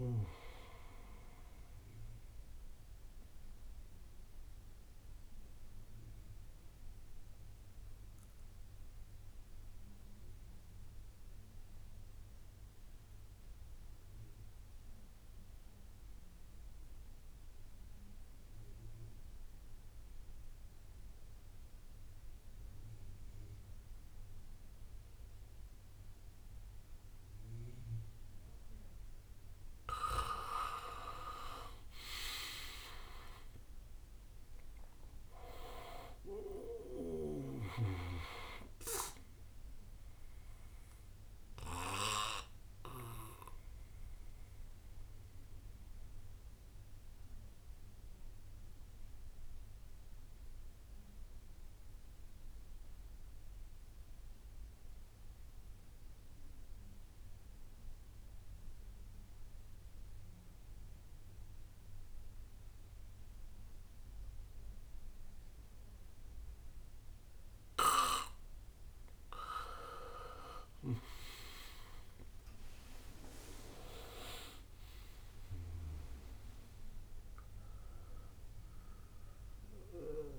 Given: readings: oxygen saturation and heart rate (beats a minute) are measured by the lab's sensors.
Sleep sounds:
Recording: breathing in sleep by a room microphone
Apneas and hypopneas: 2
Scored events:
0.00-9.50 s: oxygen desaturation (device-marked, oxygen 88% lowest, heart rate 57 extreme)
0.50-5.50 s: bradycardia (device-marked, heart rate 69 before, 59 extreme)
3.00-30.50 s: obstructive apnea (oxygen 99% before, 88% lowest, heart rate 67 before, 56 extreme, up 10 after)
23.50-53.50 s: oxygen desaturation (device-marked, oxygen 99% before, 88% lowest, heart rate 62 before, 56 extreme)
31.50-44.50 s: drop in pulse transit time (device-marked, heart rate 64 before, 65 extreme)
33.00-37.50 s: arousal
41.00-68.00 s: obstructive apnea (oxygen 99% before, 88% lowest, heart rate 67 before, 56 extreme, up 15 after)
45.50-52.50 s: bradycardia (device-marked, heart rate 68 before, 56 extreme)
67.50-80.39 s: oxygen desaturation (device-marked, oxygen 99% before, 89% lowest, heart rate 61 before, 57 extreme)
71.50-80.39 s: drop in pulse transit time (device-marked, heart rate 62 before, 65 extreme)
72.00-77.00 s: arousal
From the record:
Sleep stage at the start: N2 (light sleep)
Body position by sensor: on the back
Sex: male

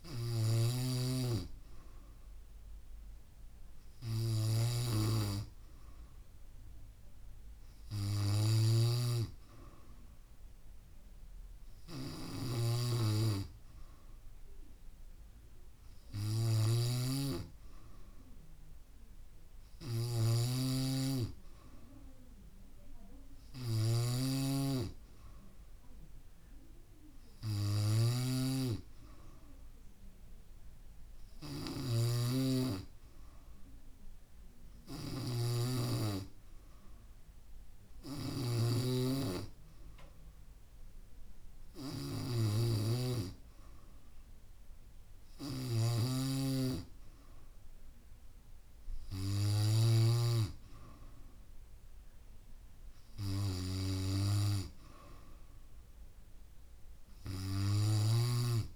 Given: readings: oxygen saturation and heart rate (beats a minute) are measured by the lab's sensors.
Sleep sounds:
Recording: breathing in sleep by a room microphone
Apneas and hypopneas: none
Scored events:
0.00-50.00 s: snoring (device-marked)
From the record:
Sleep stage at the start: N3 (deep sleep)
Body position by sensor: on the back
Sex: female

